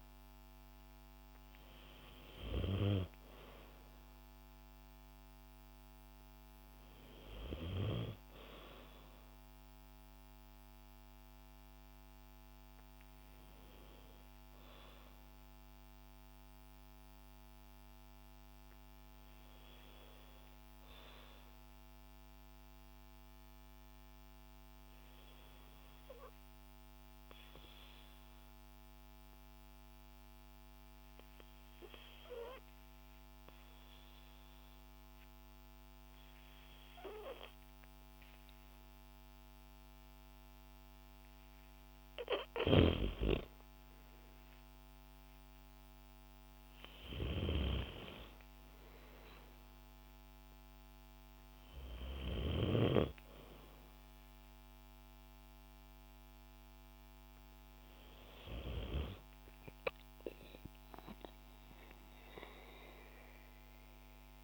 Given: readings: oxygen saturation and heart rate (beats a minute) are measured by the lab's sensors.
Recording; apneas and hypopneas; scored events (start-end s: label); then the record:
breathing in sleep by a microphone on the trachea; 1
0.00-16.50 s: oxygen desaturation (device-marked, oxygen 90% lowest, heart rate 55 extreme)
20.50-42.00 s: hypopnea (oxygen 96% before, 91% lowest, heart rate 57 before, 56 extreme, up 3 after)
37.50-64.43 s: oxygen desaturation (device-marked, oxygen 96% before, 91% lowest, heart rate 57 before, 55 extreme)
43.00-47.00 s: arousal
From the record:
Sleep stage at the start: N2 (light sleep); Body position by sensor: on the back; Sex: female